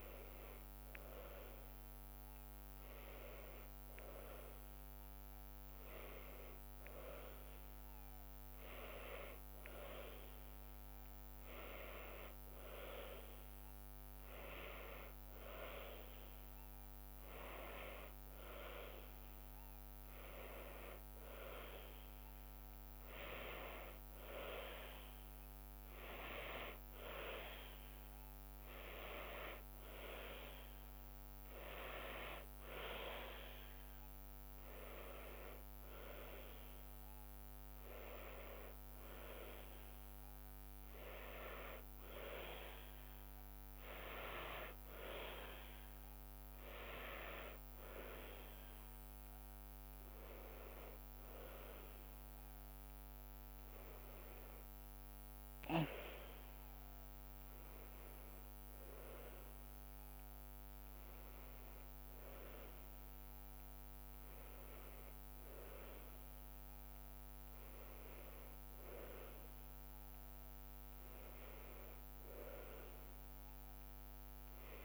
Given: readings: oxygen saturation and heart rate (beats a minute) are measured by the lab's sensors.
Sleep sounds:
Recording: breathing in sleep by a microphone on the trachea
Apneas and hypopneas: none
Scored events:
none scored
From the record:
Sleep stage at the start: N2 (light sleep)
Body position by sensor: on the right side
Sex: female

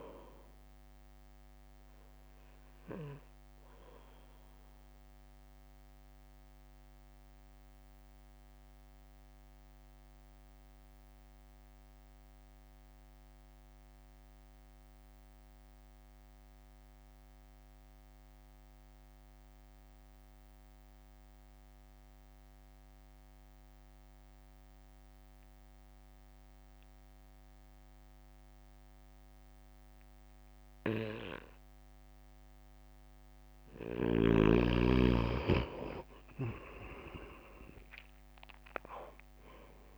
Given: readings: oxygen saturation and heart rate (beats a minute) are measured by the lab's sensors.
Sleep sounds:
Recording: breathing in sleep by a microphone on the trachea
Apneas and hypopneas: 1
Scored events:
0.00-5.00 s: drop in pulse transit time (device-marked, heart rate 51 extreme)
2.00-32.50 s: mixed apnea (oxygen 98% before, 91% lowest, heart rate 59 before, 54 extreme, up 3 after)
35.00-39.98 s: oxygen desaturation (device-marked, oxygen 98% before, 92% lowest, heart rate 60 before, 56 extreme)
37.00-39.98 s: drop in pulse transit time (device-marked, heart rate 61 before, 59 extreme)
38.50-39.98 s: arousal
From the record:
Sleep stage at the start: N2 (light sleep)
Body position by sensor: on the right side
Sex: male

